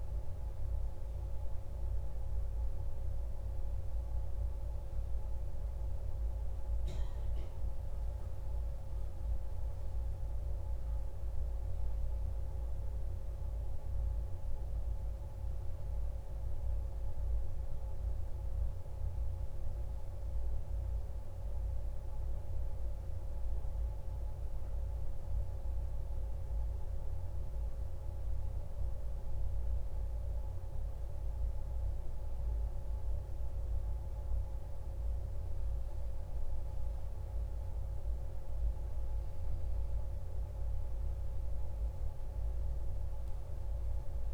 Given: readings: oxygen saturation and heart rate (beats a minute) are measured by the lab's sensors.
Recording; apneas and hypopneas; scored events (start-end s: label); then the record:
breathing in sleep, hard to hear, by a room microphone; none
none scored
From the record:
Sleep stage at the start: N1 (lightest sleep); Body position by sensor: on the back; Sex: male